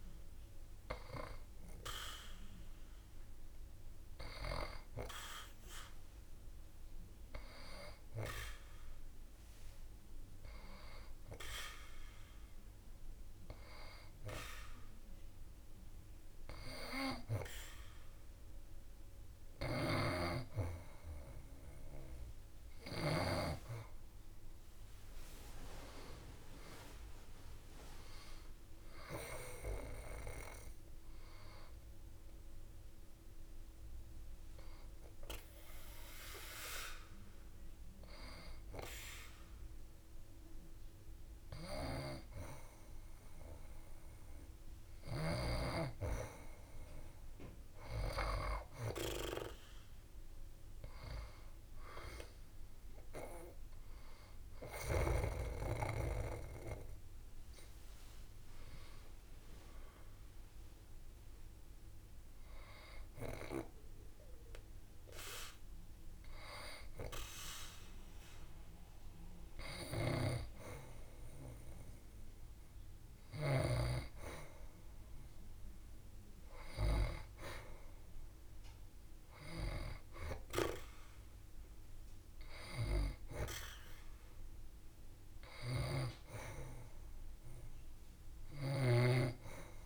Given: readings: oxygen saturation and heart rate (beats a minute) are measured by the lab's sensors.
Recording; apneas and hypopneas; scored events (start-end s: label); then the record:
breathing in sleep by a room microphone; 2
11.00-22.00 s: hypopnea (oxygen 92% before, 90% lowest, heart rate 73 before, 68 extreme, up 3 after)
24.50-27.50 s: arousal
31.50-44.00 s: hypopnea (oxygen 92% before, 90% lowest, heart rate 73 before, 68 extreme, up 5 after)
54.50-58.00 s: arousal
56.50-67.50 s: oxygen desaturation (device-marked, oxygen 93% before, 90% lowest, heart rate 71 before, 67 extreme)
From the record:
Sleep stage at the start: N2 (light sleep); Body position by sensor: on the back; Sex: female